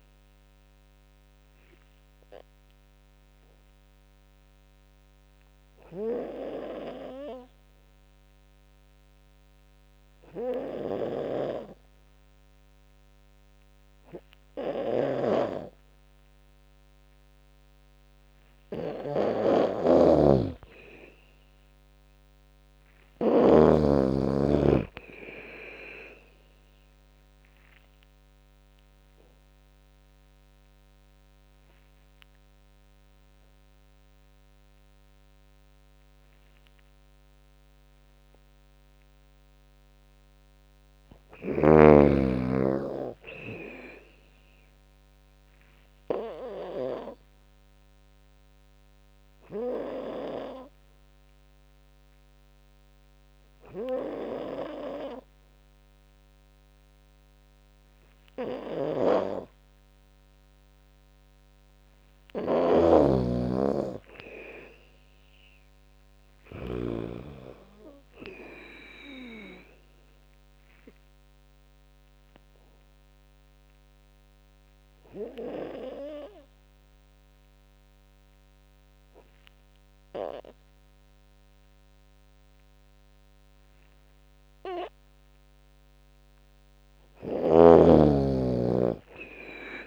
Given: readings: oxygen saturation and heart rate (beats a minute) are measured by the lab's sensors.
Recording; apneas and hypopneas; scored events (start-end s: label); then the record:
breathing in sleep by a microphone on the trachea; 4
2.50-12.50 s: oxygen desaturation (device-marked, oxygen 98% before, 93% lowest, heart rate 76 before, 69 extreme)
2.50-18.50 s: obstructive apnea (oxygen 98% before, 92% lowest, heart rate 76 before, 69 extreme, up 14 after)
10.50-23.00 s: snoring (device-marked)
20.00-23.00 s: arousal
24.50-34.50 s: drop in pulse transit time (device-marked, heart rate 73 before, 77 extreme)
24.50-44.50 s: oxygen desaturation (device-marked, oxygen 98% before, 92% lowest, heart rate 73 before, 71 extreme)
26.50-39.50 s: obstructive apnea (oxygen 98% before, 92% lowest, heart rate 74 before, 71 extreme, up 10 after)
41.00-43.50 s: arousal
43.50-52.50 s: drop in pulse transit time (device-marked, heart rate 79 before, 77 extreme)
46.00-61.00 s: obstructive apnea (oxygen 97% before, 93% lowest, heart rate 79 before, 66 extreme, up 5 after)
46.50-59.50 s: oxygen desaturation (device-marked, oxygen 98% before, 94% lowest, heart rate 79 before, 66 extreme)
58.00-66.50 s: snoring (device-marked)
63.00-66.00 s: arousal
64.50-74.50 s: drop in pulse transit time (device-marked, heart rate 78 before, 76 extreme)
69.50-85.50 s: obstructive apnea (oxygen 98% before, 93% lowest, heart rate 78 before, 66 extreme, up 18 after)
86.50-89.87 s: snoring (device-marked)
From the record:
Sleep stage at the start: N2 (light sleep); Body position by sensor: on the back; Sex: female